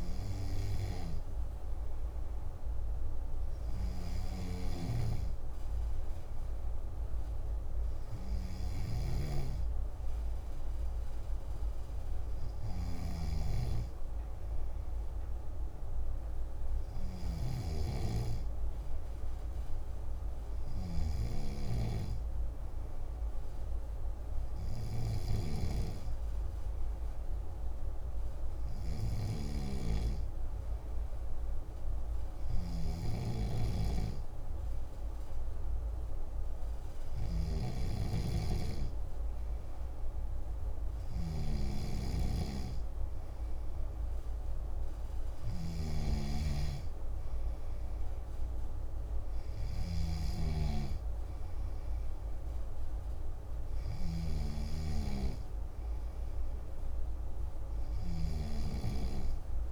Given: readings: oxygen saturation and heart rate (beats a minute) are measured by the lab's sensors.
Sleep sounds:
breathing in sleep by a room microphone; none
3.50-58.00 s: snoring (device-marked)
From the record:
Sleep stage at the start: N2 (light sleep); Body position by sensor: on the back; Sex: male

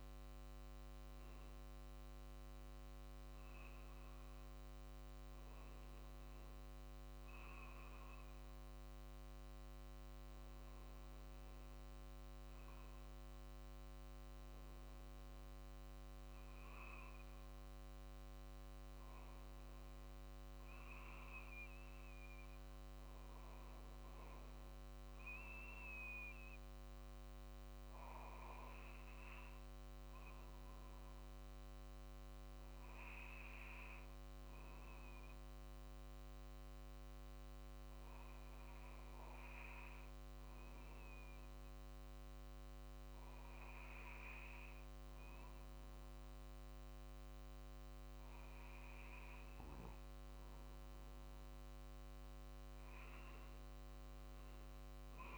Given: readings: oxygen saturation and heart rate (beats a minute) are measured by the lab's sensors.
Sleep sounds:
breathing in sleep by a microphone on the trachea; 1
0.00-1.00 s: drop in pulse transit time (device-marked, heart rate 49 extreme)
18.00-39.00 s: oxygen desaturation (device-marked, oxygen 95% before, 92% lowest, heart rate 48 before, 47 extreme)
29.00-49.00 s: obstructive apnea (oxygen 96% before, 92% lowest, heart rate 47 before, 46 extreme, up 2 after)
52.50-55.38 s: arousal
From the record:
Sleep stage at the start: N2 (light sleep); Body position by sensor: on the back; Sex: male

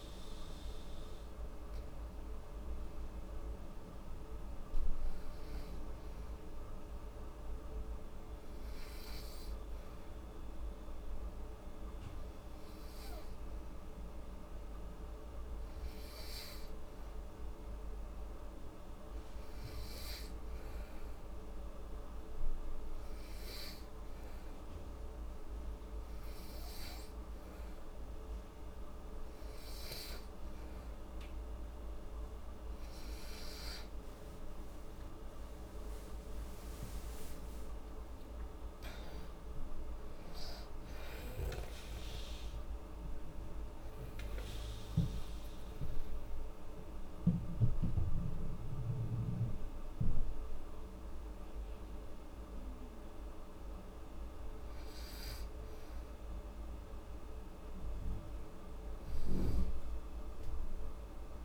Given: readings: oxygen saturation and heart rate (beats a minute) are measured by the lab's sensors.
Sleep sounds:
breathing in sleep, hard to hear, by a room microphone; 1
6.00-29.50 s: hypopnea (oxygen 96% before, 91% lowest, heart rate 73 before, 72 extreme, up 5 after)
33.50-37.50 s: arousal
From the record:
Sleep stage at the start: N2 (light sleep); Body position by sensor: on the back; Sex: female

